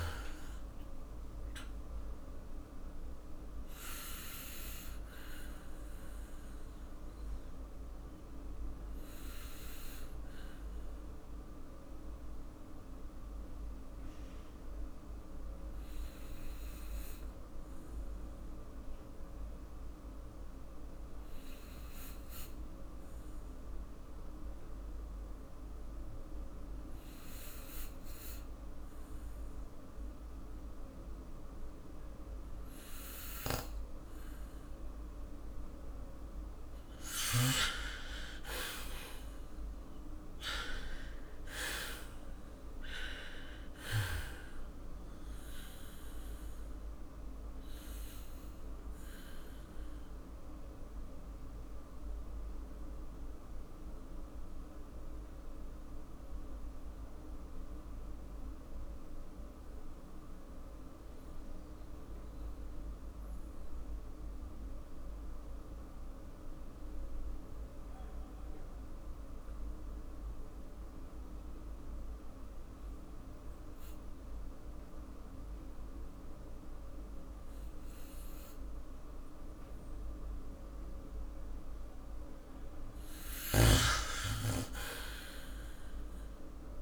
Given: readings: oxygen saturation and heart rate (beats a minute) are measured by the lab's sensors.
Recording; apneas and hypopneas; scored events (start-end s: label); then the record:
breathing in sleep by a room microphone; 2
2.50-34.00 s: obstructive apnea (oxygen 96% before, 93% lowest, heart rate 54 before, 44 extreme, up 8 after)
38.50-43.00 s: arousal
46.00-81.50 s: mixed apnea (oxygen 98% before, 93% lowest, heart rate 56 before, 44 extreme, up 8 after)
69.00-83.00 s: oxygen desaturation (device-marked, oxygen 97% before, 93% lowest, heart rate 48 before, 44 extreme)
84.50-86.82 s: arousal
From the record:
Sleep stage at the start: N2 (light sleep); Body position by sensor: on the back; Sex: male